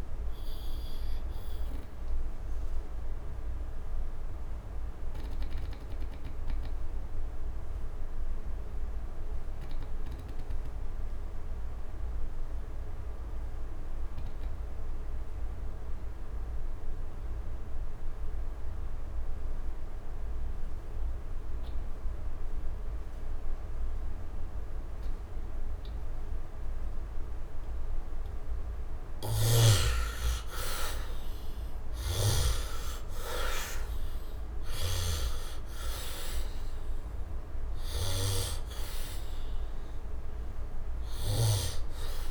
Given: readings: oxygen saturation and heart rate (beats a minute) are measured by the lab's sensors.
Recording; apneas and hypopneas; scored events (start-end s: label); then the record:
breathing in sleep by a room microphone; 1
0.00-10.50 s: oxygen desaturation (device-marked, oxygen 71% lowest, heart rate 67 extreme)
2.50-27.00 s: obstructive apnea (oxygen 98% before, 69% lowest, heart rate 80 before, 67 extreme, up 9 after)
18.50-42.31 s: oxygen desaturation (device-marked, oxygen 99% before, 69% lowest, heart rate 70 before, 69 extreme)
28.50-32.00 s: snoring (device-marked)
29.50-34.00 s: arousal
40.50-42.31 s: snoring (device-marked)
From the record:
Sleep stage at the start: N2 (light sleep); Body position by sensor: on the back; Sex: male